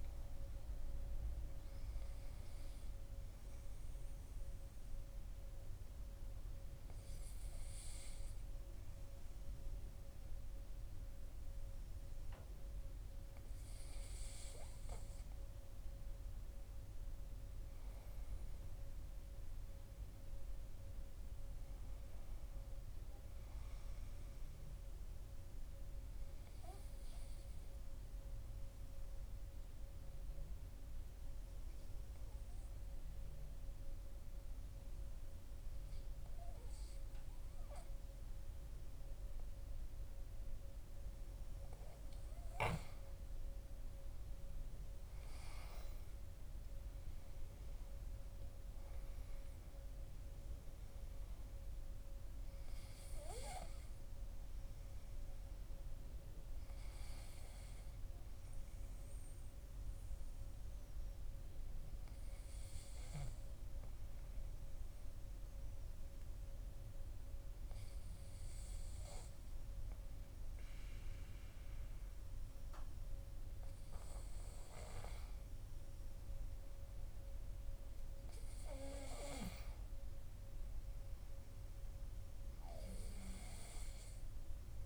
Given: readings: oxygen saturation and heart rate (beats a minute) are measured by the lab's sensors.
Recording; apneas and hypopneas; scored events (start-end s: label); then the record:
breathing in sleep, hard to hear, by a room microphone; 3
3.00-15.50 s: obstructive apnea (oxygen 97% before, 94% lowest, heart rate 53 before, 44 extreme, up 15 after)
16.50-20.50 s: arousal
26.50-40.00 s: obstructive apnea (oxygen 97% before, 94% lowest, heart rate 51 before, 44 extreme, up 16 after)
44.00-48.50 s: arousal
59.00-71.50 s: obstructive apnea (oxygen 97% before, 94% lowest, heart rate 55 before, 45 extreme, up 8 after)
74.50-78.50 s: arousal
From the record:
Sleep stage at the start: N2 (light sleep); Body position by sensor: on the back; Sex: male